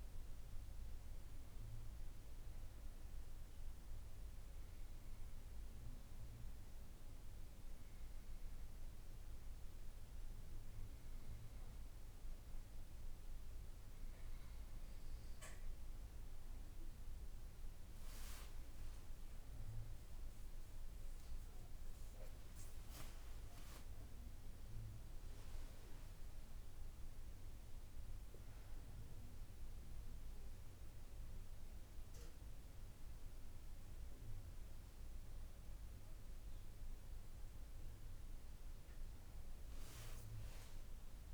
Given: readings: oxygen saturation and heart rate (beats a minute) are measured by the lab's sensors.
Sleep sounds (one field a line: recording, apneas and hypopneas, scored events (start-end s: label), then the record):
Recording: breathing in sleep, hard to hear, by a room microphone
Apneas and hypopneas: none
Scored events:
30.50-41.34 s: new sleep stage, N2 (light sleep)
From the record:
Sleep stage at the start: N1 (lightest sleep)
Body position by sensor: on the right side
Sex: female